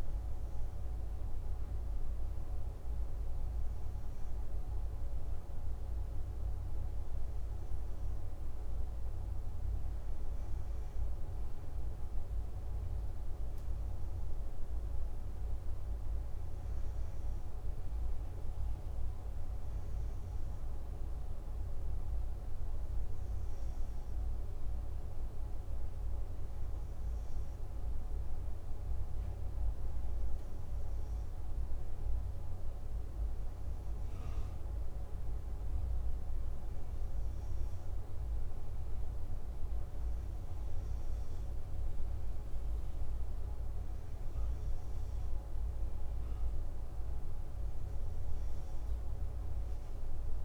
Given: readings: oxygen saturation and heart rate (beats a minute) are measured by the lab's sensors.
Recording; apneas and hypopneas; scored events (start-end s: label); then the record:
breathing in sleep, hard to hear, by a room microphone; none
none scored
From the record:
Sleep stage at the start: N2 (light sleep); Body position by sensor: on the back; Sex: male